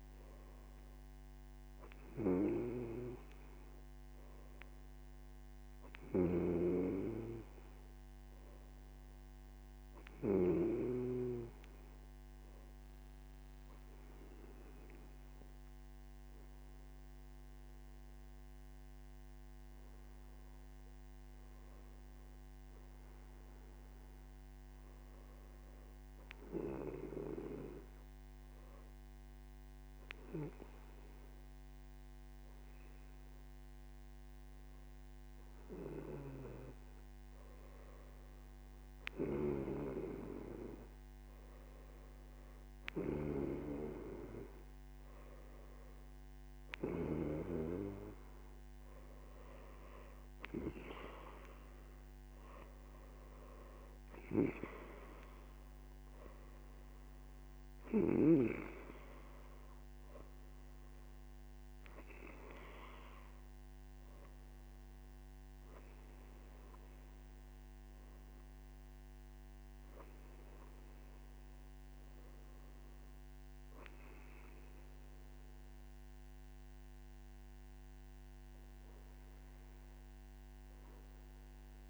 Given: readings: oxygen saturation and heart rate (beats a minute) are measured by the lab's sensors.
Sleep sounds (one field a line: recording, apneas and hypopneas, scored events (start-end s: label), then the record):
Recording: breathing in sleep by a microphone on the trachea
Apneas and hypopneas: 1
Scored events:
23.00-38.00 s: obstructive apnea (oxygen 95% before, 92% lowest, heart rate 61 before, 59 extreme, up 2 after)
From the record:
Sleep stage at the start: N3 (deep sleep)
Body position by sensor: on the right side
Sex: male